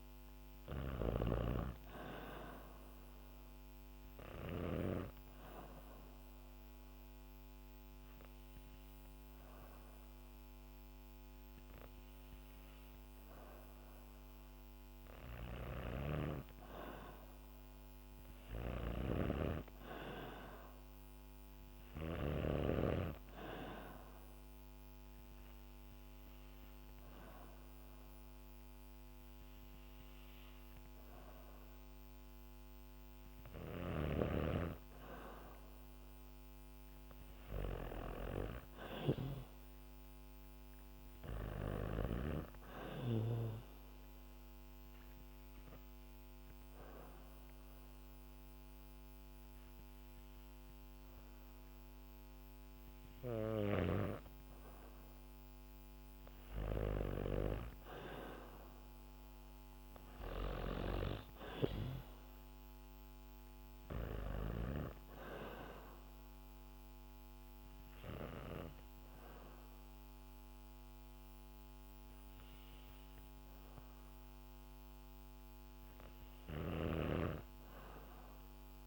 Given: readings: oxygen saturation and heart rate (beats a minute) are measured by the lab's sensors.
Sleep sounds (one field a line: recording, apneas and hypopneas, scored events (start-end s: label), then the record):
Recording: breathing in sleep by a microphone on the trachea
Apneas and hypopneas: 2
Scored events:
0.00-4.00 s: snoring (device-marked)
4.50-15.50 s: hypopnea (oxygen 97% before, 93% lowest, heart rate 66 before, 64 extreme, up 3 after)
15.00-22.00 s: snoring (device-marked)
18.00-21.50 s: arousal
43.50-57.50 s: oxygen desaturation (device-marked, oxygen 96% before, 93% lowest, heart rate 66 before, 63 extreme)
44.00-55.00 s: hypopnea (oxygen 97% before, 93% lowest, heart rate 66 before, 63 extreme, up 1 after)
57.50-60.00 s: arousal
63.50-74.50 s: oxygen desaturation (device-marked, oxygen 97% before, 94% lowest, heart rate 67 before, 63 extreme)
75.50-78.87 s: snoring (device-marked)
From the record:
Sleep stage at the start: N2 (light sleep)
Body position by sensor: on the back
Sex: female